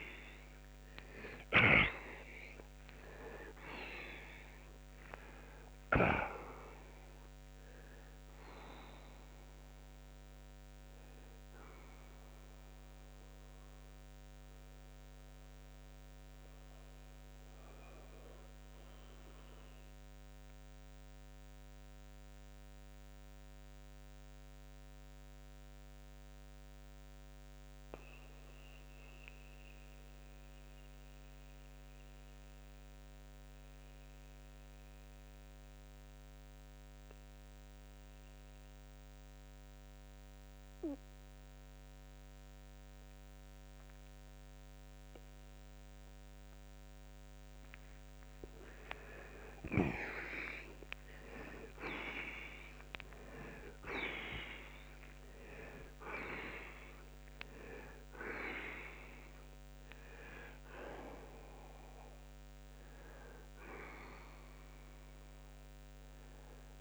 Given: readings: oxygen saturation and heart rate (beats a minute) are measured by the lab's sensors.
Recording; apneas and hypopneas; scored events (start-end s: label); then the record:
breathing in sleep by a microphone on the trachea; 1
15.00-48.00 s: mixed apnea (oxygen 96% before, 80% lowest)
22.50-40.50 s: oxygen desaturation (device-marked, oxygen 94% before, 83% lowest, heart rate 53 before, 37 extreme)
50.00-55.50 s: arousal
59.50-66.81 s: oxygen desaturation (device-marked, oxygen 96% before, 80% lowest, heart rate 112 before, 65 extreme)
From the record:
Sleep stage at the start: N2 (light sleep); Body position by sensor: on the back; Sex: male